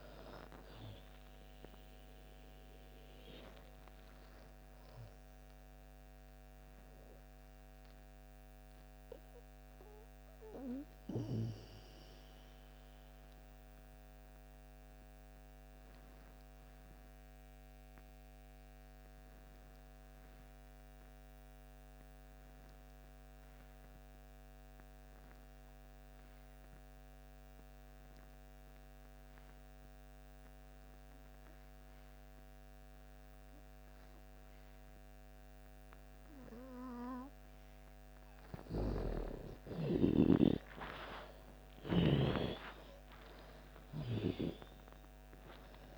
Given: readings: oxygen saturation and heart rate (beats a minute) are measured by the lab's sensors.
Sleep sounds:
breathing in sleep by a microphone on the trachea; 1
0.00-3.00 s: arousal
0.00-25.50 s: oxygen desaturation (device-marked, oxygen 74% lowest)
9.00-37.50 s: mixed apnea (oxygen 98% before, 74% lowest)
27.50-45.98 s: oxygen desaturation (device-marked, oxygen 99% before, 79% lowest)
39.50-44.50 s: arousal
From the record:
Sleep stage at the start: N2 (light sleep); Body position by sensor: on the back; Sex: female

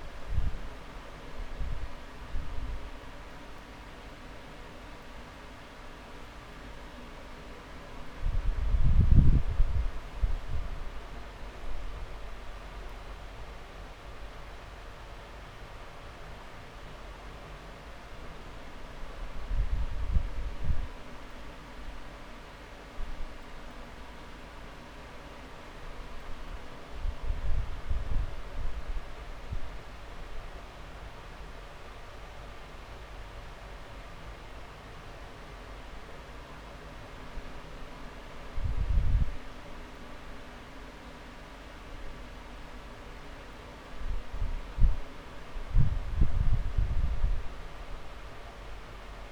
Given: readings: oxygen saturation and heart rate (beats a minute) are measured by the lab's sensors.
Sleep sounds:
breathing in sleep, hard to hear, by a room microphone; none
0.00-1.00 s: long interval between heartbeats (device-marked, heart rate 38 extreme)
6.00-8.00 s: drop in pulse transit time (device-marked, heart rate 36 before, 29 extreme)
7.50-9.50 s: long interval between heartbeats (device-marked, heart rate 36 before, 30 extreme)
11.00-16.00 s: drop in pulse transit time (device-marked)
16.50-18.50 s: long interval between heartbeats (device-marked, heart rate 31 before, 29 extreme)
19.00-21.00 s: long interval between heartbeats (device-marked, heart rate 30 before, 38 extreme)
22.00-24.00 s: long interval between heartbeats (device-marked, heart rate 30 before, 47 extreme)
25.00-27.00 s: long interval between heartbeats (device-marked, heart rate 32 before, 47 extreme)
28.00-30.00 s: long interval between heartbeats (device-marked, heart rate 34 before, 47 extreme)
From the record:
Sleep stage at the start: N2 (light sleep); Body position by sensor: on the back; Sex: male

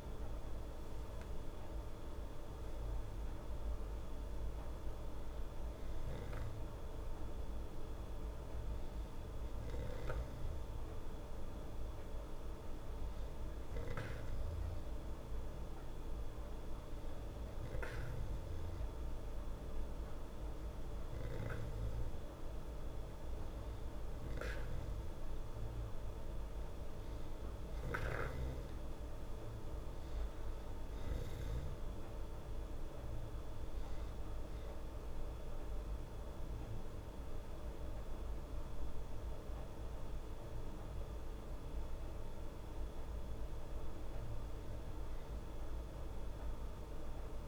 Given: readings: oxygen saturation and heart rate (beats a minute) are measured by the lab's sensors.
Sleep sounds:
breathing in sleep, hard to hear, by a room microphone; none
0.00-4.00 s: arousal
From the record:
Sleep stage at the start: N2 (light sleep); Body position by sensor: on the back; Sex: female

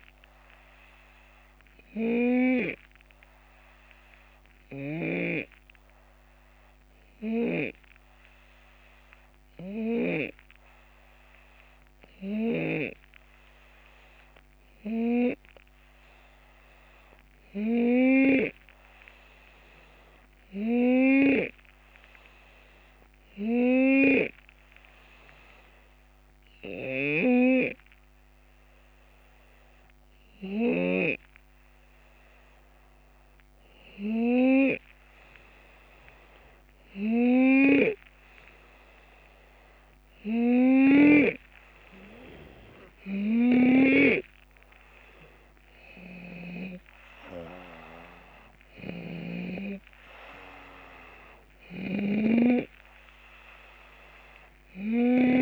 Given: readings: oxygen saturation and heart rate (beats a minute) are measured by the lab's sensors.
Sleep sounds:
breathing in sleep by a microphone on the trachea; 1
0.00-1.50 s: drop in pulse transit time (device-marked, heart rate 74 extreme)
1.00-31.50 s: hypopnea (oxygen 93% before, 88% lowest, heart rate 76 before, 71 extreme, up 2 after)
4.50-10.00 s: snoring (device-marked)
29.50-52.50 s: oxygen desaturation (device-marked, oxygen 93% before, 89% lowest, heart rate 73 before, 71 extreme)
35.00-38.50 s: arousal
40.50-44.00 s: snoring (device-marked)
44.50-55.42 s: drop in pulse transit time (device-marked, heart rate 75 before, 75 extreme)
48.50-55.42 s: snoring (device-marked)
From the record:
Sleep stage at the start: N2 (light sleep); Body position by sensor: on the left side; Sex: male

